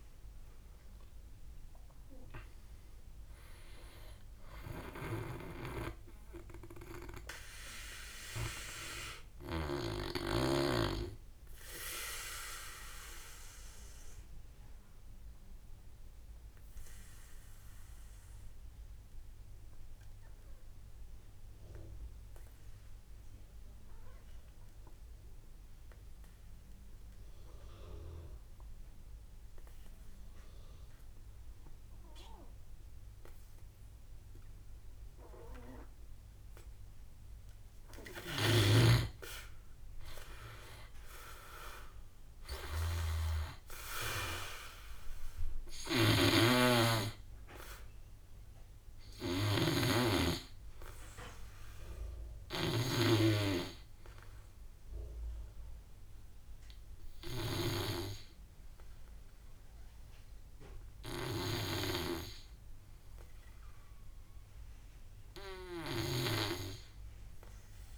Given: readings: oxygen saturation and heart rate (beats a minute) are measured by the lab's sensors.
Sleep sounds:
breathing in sleep by a room microphone; 1
0.00-3.00 s: arousal
0.00-10.50 s: drop in pulse transit time (device-marked, heart rate 58 extreme)
7.00-37.50 s: obstructive apnea (oxygen 90% before, 83% lowest, heart rate 71 before, 50 extreme, up 18 after)
31.50-67.98 s: oxygen desaturation (device-marked, oxygen 98% before, 83% lowest, heart rate 55 before, 51 extreme)
37.50-52.50 s: snoring (device-marked)
40.50-43.50 s: arousal
40.50-60.50 s: drop in pulse transit time (device-marked, heart rate 57 before, 59 extreme)
From the record:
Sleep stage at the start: N2 (light sleep); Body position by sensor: on the back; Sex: male

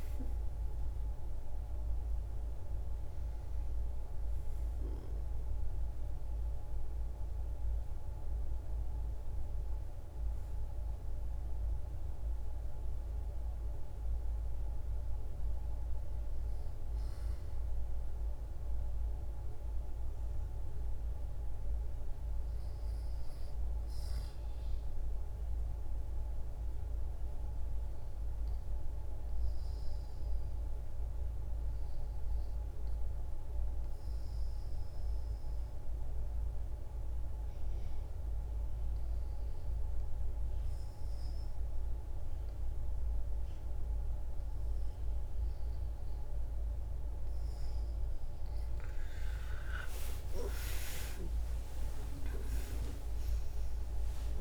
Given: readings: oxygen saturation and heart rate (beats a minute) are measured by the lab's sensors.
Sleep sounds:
breathing in sleep, hard to hear, by a room microphone; 1
0.00-19.50 s: oxygen desaturation (device-marked, oxygen 89% lowest, heart rate 58 extreme)
24.50-44.50 s: obstructive apnea (oxygen 98% before, 91% lowest, heart rate 63 before, 58 extreme, up 28 after)
43.50-54.41 s: oxygen desaturation (device-marked, oxygen 97% before, 91% lowest, heart rate 58 before, 57 extreme)
48.00-53.00 s: arousal
From the record:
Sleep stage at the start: REM sleep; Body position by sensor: on the back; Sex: female

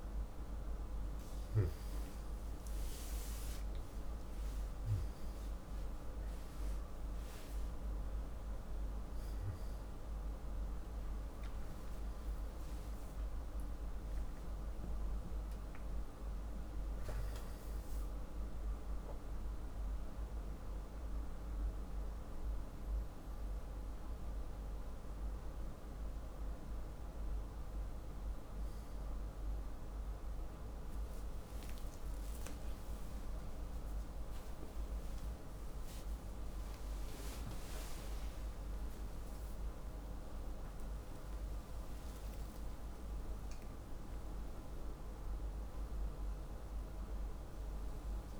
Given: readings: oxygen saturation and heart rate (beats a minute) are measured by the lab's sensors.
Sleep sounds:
a person awake in a sleep study, hard to hear, by a room microphone; none
0.00-18.50 s: oxygen desaturation (device-marked, oxygen 93% lowest, heart rate 48 extreme)
From the record:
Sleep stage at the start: awake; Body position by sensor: on the back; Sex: male

